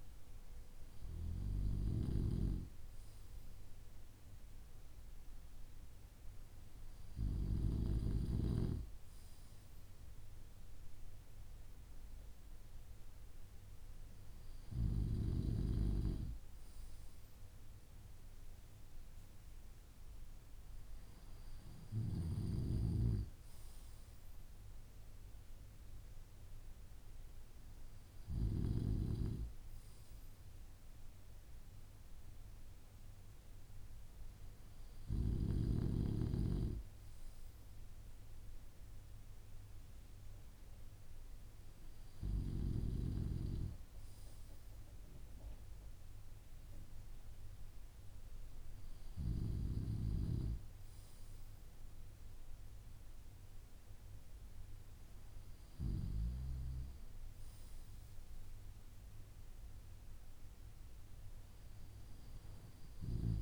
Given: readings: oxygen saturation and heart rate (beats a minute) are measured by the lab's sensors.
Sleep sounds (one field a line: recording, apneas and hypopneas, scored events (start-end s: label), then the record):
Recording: breathing in sleep by a room microphone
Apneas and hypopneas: none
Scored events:
none scored
From the record:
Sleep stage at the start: N2 (light sleep)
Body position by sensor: on the back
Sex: male